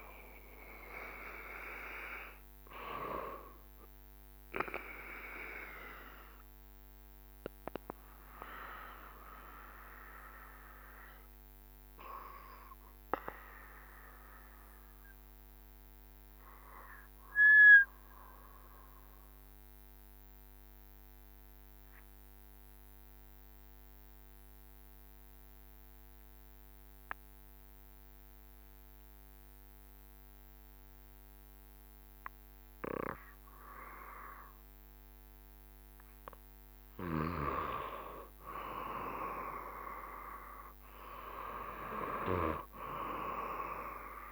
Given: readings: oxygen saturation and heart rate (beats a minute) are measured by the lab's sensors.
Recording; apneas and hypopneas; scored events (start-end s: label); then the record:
breathing in sleep by a microphone on the trachea; 1
0.00-11.00 s: oxygen desaturation (device-marked, oxygen 90% lowest, heart rate 67 extreme)
6.00-35.50 s: obstructive apnea (oxygen 93% before, 90% lowest, heart rate 75 before, 67 extreme, up 1 after)
32.00-44.32 s: oxygen desaturation (device-marked, oxygen 97% before, 92% lowest, heart rate 71 before, 68 extreme)
37.00-41.50 s: arousal
From the record:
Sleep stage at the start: N2 (light sleep); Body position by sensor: on the back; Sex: male